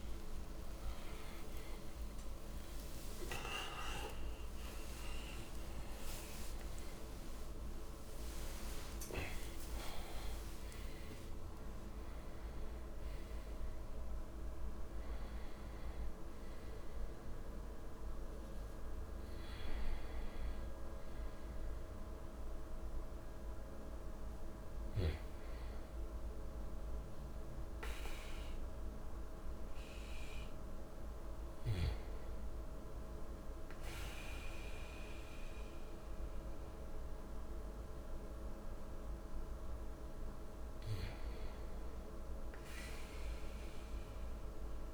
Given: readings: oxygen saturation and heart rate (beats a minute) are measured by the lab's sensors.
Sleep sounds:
breathing in sleep, hard to hear, by a room microphone; none
0.00-6.00 s: oxygen desaturation (device-marked, oxygen 91% lowest, heart rate 49 extreme)
1.00-31.00 s: new sleep stage, N1 (lightest sleep)
1.50-9.00 s: arousal
2.00-5.00 s: tachycardia (device-marked, heart rate 56 before, 91 extreme)
6.00-11.00 s: tachycardia (device-marked, heart rate 57 before, 113 extreme)
31.00-44.93 s: new sleep stage, N2 (light sleep)
From the record:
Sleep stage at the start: REM sleep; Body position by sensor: on the back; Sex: male

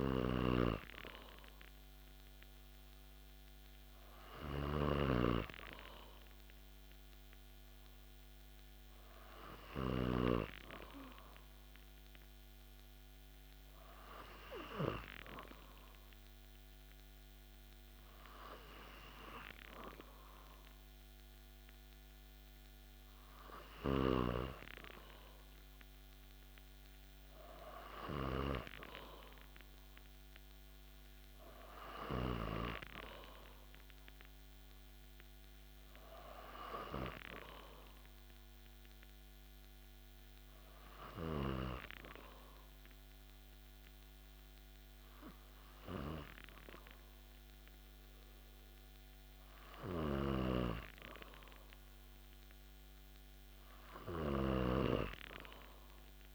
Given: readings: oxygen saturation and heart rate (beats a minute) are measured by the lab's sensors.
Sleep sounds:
breathing in sleep by a microphone on the trachea; 2
0.00-10.50 s: snoring (device-marked)
11.00-25.00 s: hypopnea (oxygen 95% before, 94% lowest)
27.00-31.00 s: arousal
38.50-52.00 s: hypopnea (oxygen 95% before, 94% lowest)
54.50-56.35 s: arousal
From the record:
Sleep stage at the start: N2 (light sleep); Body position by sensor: on the back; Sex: male

